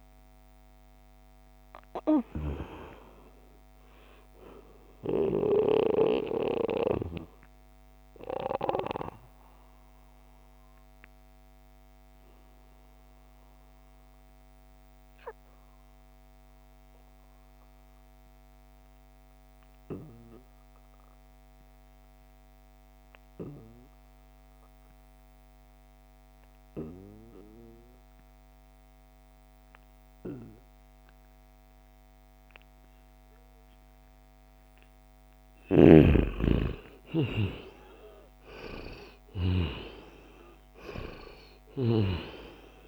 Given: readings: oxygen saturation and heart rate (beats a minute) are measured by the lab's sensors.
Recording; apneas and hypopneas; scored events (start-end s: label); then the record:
breathing in sleep by a microphone on the trachea; 1
0.00-10.00 s: oxygen desaturation (device-marked, oxygen 89% lowest, heart rate 68 extreme)
5.50-35.00 s: obstructive apnea (oxygen 97% before, 88% lowest, heart rate 79 before, 68 extreme, up 12 after)
32.00-42.88 s: oxygen desaturation (device-marked, oxygen 97% before, 88% lowest, heart rate 73 before, 66 extreme)
33.00-35.00 s: long interval between heartbeats (device-marked, heart rate 72 before, 70 extreme)
35.00-42.88 s: snoring (device-marked)
36.00-40.00 s: arousal
From the record:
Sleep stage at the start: N2 (light sleep); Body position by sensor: on the back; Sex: male